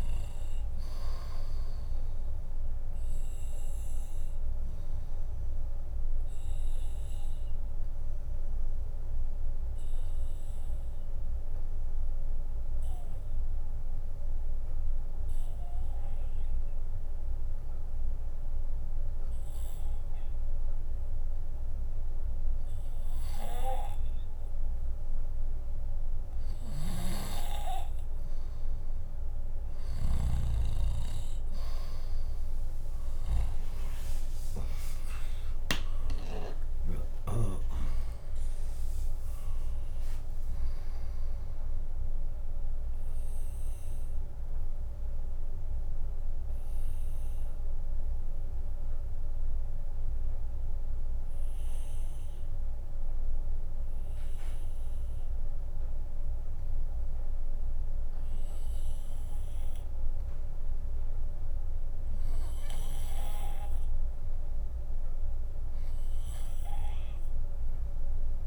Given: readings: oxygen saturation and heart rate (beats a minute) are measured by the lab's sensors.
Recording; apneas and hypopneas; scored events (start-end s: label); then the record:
breathing in sleep by a room microphone; 2
7.00-22.50 s: obstructive apnea (oxygen 99% before, 96% lowest, heart rate 73 before, 57 extreme, up 0 after)
17.50-31.50 s: bradycardia (device-marked, heart rate 69 before, 57 extreme)
26.00-30.00 s: snoring (device-marked)
33.50-38.00 s: arousal
34.50-51.50 s: drop in pulse transit time (device-marked, heart rate 61 before, 65 extreme)
45.00-57.50 s: obstructive apnea (oxygen 99% before, 96% lowest, heart rate 70 before, 56 extreme)
54.50-68.47 s: bradycardia (device-marked, heart rate 69 before, 56 extreme)
57.50-61.00 s: arousal
From the record:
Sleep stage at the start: N2 (light sleep); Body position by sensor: on the left side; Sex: female